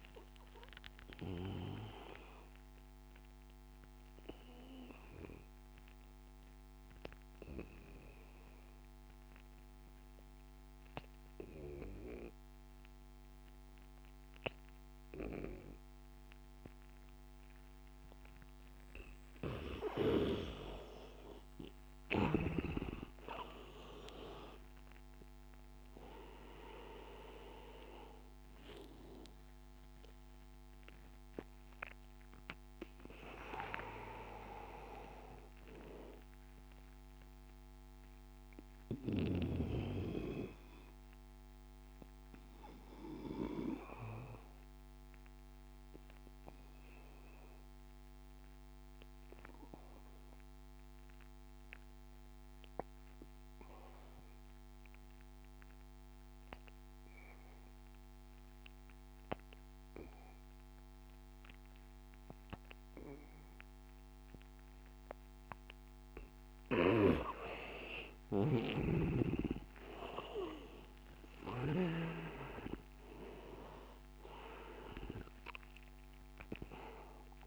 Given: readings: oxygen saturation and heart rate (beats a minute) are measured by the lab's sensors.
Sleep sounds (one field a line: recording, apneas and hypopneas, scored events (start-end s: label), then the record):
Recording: breathing in sleep by a microphone on the trachea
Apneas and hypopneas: 2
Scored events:
0.00-9.50 s: oxygen desaturation (device-marked, oxygen 93% lowest, heart rate 85 extreme)
2.00-20.50 s: obstructive apnea (oxygen 98% before, 88% lowest, heart rate 88 before, 85 extreme, up 5 after)
15.50-50.50 s: oxygen desaturation (device-marked, oxygen 98% before, 88% lowest, heart rate 89 before, 86 extreme)
22.50-27.00 s: arousal
38.00-65.50 s: obstructive apnea (oxygen 98% before, 86% lowest, heart rate 89 before, 86 extreme, up 5 after)
64.50-77.47 s: oxygen desaturation (device-marked, oxygen 99% before, 86% lowest, heart rate 89 before, 83 extreme)
68.50-74.00 s: arousal
From the record:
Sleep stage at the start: N2 (light sleep)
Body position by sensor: on the back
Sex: male